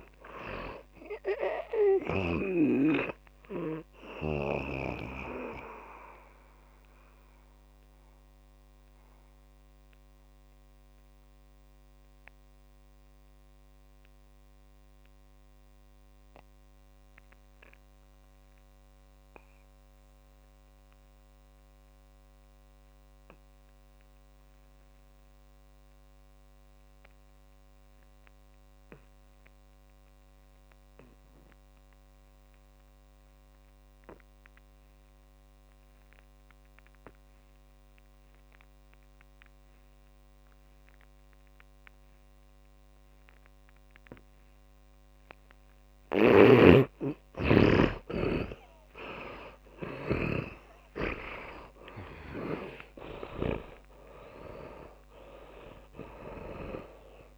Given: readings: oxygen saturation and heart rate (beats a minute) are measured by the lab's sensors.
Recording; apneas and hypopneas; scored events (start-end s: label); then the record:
breathing in sleep by a microphone on the trachea; 1
0.00-25.50 s: oxygen desaturation (device-marked, oxygen 80% lowest, heart rate 49 extreme)
5.50-46.50 s: mixed apnea (oxygen 100% before, 75% lowest, heart rate 64 before, 49 extreme, up 19 after)
39.50-57.38 s: oxygen desaturation (device-marked, oxygen 99% before, 75% lowest, heart rate 57 before, 49 extreme)
46.50-57.38 s: snoring (device-marked)
48.00-53.50 s: arousal
From the record:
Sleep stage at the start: N2 (light sleep); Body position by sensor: on the back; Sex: male